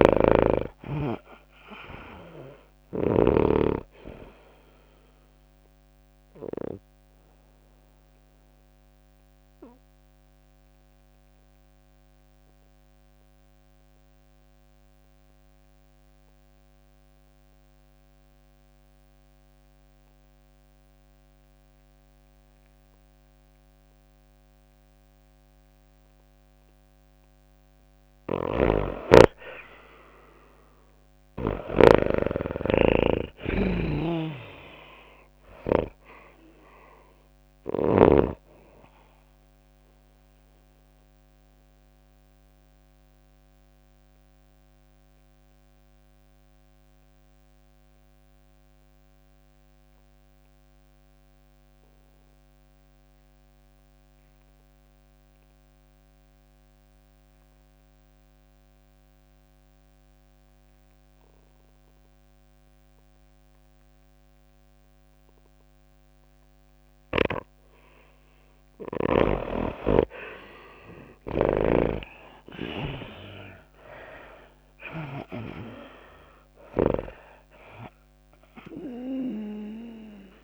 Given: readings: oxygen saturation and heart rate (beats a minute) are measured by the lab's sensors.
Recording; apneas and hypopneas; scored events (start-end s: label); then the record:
breathing in sleep by a microphone on the trachea; 2
0.00-4.00 s: snoring (device-marked)
0.00-11.50 s: tachycardia (device-marked, heart rate 105 extreme)
0.00-16.50 s: oxygen desaturation (device-marked, oxygen 83% lowest, heart rate 93 extreme)
1.50-18.50 s: drop in pulse transit time (device-marked, heart rate 98 before, 98 extreme)
9.50-27.50 s: obstructive apnea (oxygen 98% before, 79% lowest, heart rate 100 before, 93 extreme, up 6 after)
24.50-55.50 s: oxygen desaturation (device-marked, oxygen 98% before, 82% lowest, heart rate 100 before, 94 extreme)
28.50-32.00 s: snoring (device-marked)
29.00-32.50 s: arousal
34.00-38.50 s: snoring (device-marked)
34.50-47.50 s: tachycardia (device-marked, heart rate 100 before, 105 extreme)
36.50-50.50 s: drop in pulse transit time (device-marked, heart rate 95 before, 100 extreme)
40.50-68.00 s: mixed apnea (oxygen 98% before, 79% lowest, heart rate 96 before, 95 extreme, up 8 after)
62.50-80.44 s: oxygen desaturation (device-marked, oxygen 99% before, 79% lowest, heart rate 100 before, 95 extreme)
67.50-75.50 s: snoring (device-marked)
70.00-73.00 s: arousal
71.50-80.44 s: tachycardia (device-marked, heart rate 99 before, 106 extreme)
74.50-80.44 s: drop in pulse transit time (device-marked, heart rate 96 before, 100 extreme)
From the record:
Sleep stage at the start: N2 (light sleep); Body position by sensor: on the right side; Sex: female